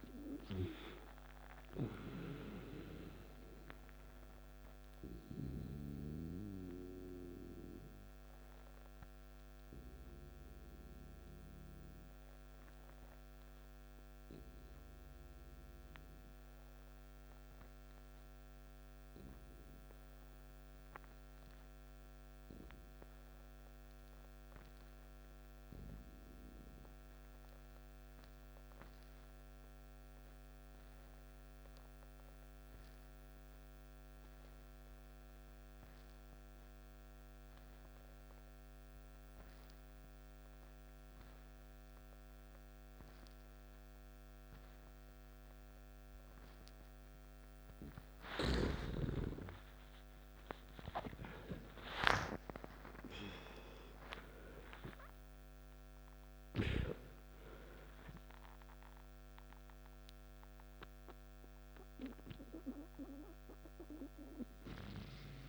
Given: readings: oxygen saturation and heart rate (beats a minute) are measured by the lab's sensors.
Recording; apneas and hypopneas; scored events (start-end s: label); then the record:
breathing in sleep by a microphone on the trachea; 1
0.00-15.50 s: oxygen desaturation (device-marked, oxygen 90% lowest, heart rate 52 extreme)
6.50-47.50 s: obstructive apnea (oxygen 98% before, 85% lowest, heart rate 64 before, 52 extreme, up 12 after)
30.50-65.49 s: oxygen desaturation (device-marked, oxygen 98% before, 85% lowest, heart rate 53 before, 56 extreme)
49.00-53.50 s: arousal
From the record:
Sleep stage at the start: N2 (light sleep); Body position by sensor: on the back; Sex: male